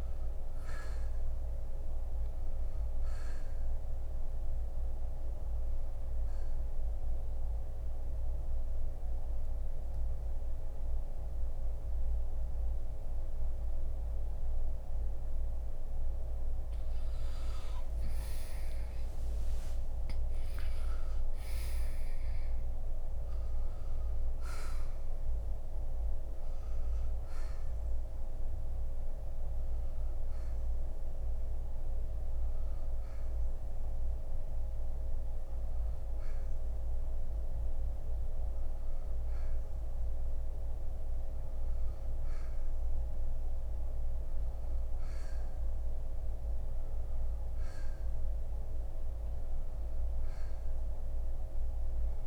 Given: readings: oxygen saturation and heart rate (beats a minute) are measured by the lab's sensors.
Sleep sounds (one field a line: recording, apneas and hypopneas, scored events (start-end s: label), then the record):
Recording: breathing in sleep, hard to hear, by a room microphone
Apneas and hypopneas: 1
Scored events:
0.00-2.00 s: arousal
7.00-17.50 s: mixed apnea (oxygen 93% before, 86% lowest, heart rate 65 before, 59 extreme, up 9 after)
10.00-25.00 s: oxygen desaturation (device-marked, oxygen 91% before, 86% lowest, heart rate 66 before, 62 extreme)
18.50-22.50 s: arousal
41.00-50.00 s: oxygen desaturation (device-marked, oxygen 93% before, 86% lowest, heart rate 69 before, 62 extreme)
From the record:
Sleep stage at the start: N1 (lightest sleep)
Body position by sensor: on the right side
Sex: male